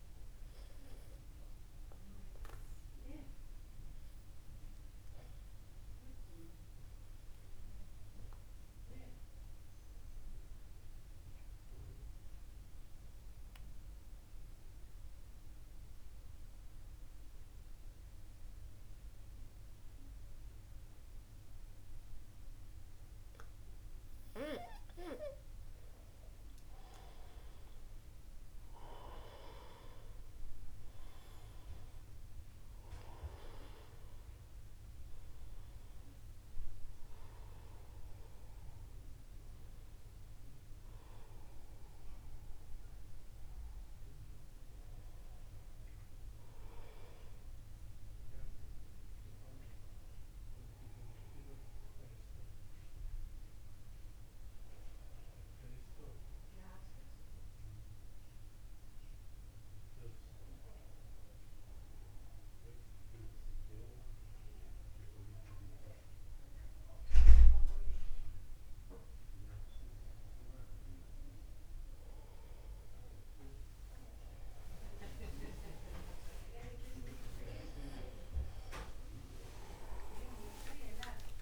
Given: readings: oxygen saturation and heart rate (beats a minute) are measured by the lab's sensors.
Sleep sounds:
breathing in sleep by a room microphone; 2
1.00-25.00 s: obstructive apnea (oxygen 98% before, 93% lowest, heart rate 50 before, 50 extreme, up 1 after)
28.50-33.50 s: arousal
58.00-73.50 s: hypopnea (oxygen 95% before, 93% lowest, heart rate 50 before, 50 extreme, up 53 after)
58.00-81.41 s: new sleep stage, N1 (lightest sleep)
79.00-81.00 s: long interval between heartbeats (device-marked, heart rate 53 before, 84 extreme)
From the record:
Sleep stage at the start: N2 (light sleep); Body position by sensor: upright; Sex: male

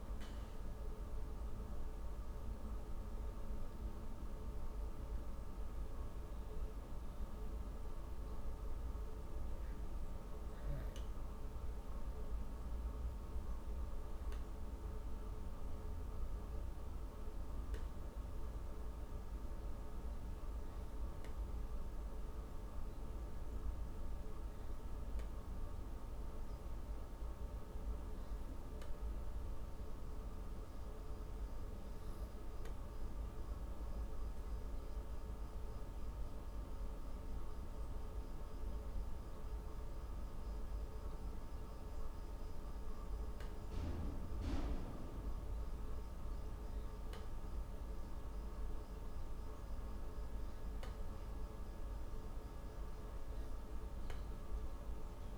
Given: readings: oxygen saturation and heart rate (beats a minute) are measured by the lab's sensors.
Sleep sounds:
breathing in sleep, hard to hear, by a room microphone; 1
3.00-8.00 s: arousal
17.50-34.00 s: hypopnea (oxygen 97% before, 94% lowest, heart rate 122 before, 88 extreme, up 41 after)
36.50-40.50 s: arousal
From the record:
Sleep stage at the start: N2 (light sleep); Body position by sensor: on the back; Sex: female

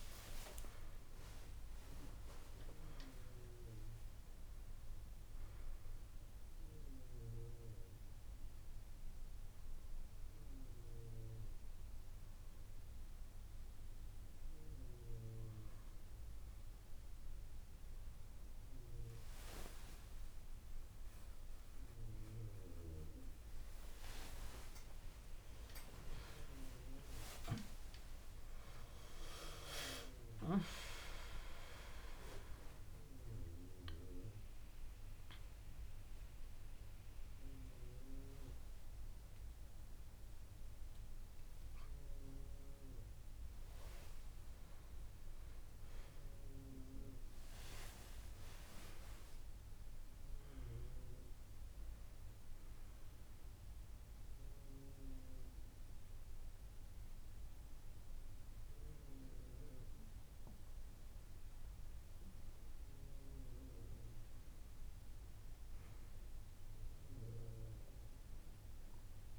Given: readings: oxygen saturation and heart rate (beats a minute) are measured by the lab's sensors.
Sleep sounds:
breathing in sleep by a room microphone; 1
0.00-2.00 s: long interval between heartbeats (device-marked)
1.00-4.50 s: arousal
3.00-6.00 s: drop in pulse transit time (device-marked)
4.50-6.50 s: long interval between heartbeats (device-marked)
7.00-19.50 s: hypopnea (oxygen 96% before, 93% lowest)
12.00-14.00 s: drop in pulse transit time (device-marked)
17.50-19.50 s: long interval between heartbeats (device-marked)
20.50-26.00 s: arousal
21.00-22.00 s: drop in pulse transit time (device-marked)
27.00-50.00 s: oxygen desaturation (device-marked, oxygen 97% before, 93% lowest)
42.00-54.00 s: tachycardia (device-marked)
47.50-52.50 s: arousal
From the record:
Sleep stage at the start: N1 (lightest sleep); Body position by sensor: on the back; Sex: female

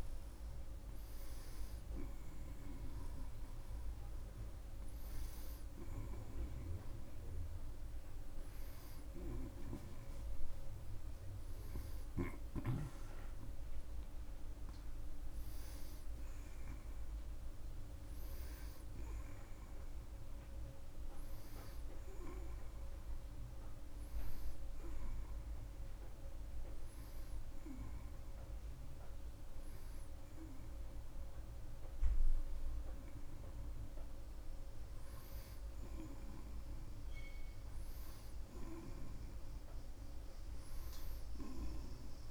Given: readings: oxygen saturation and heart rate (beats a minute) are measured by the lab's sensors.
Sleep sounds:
breathing in sleep by a room microphone; none
8.00-13.00 s: arousal
From the record:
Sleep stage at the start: N1 (lightest sleep); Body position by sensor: on the right side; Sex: male

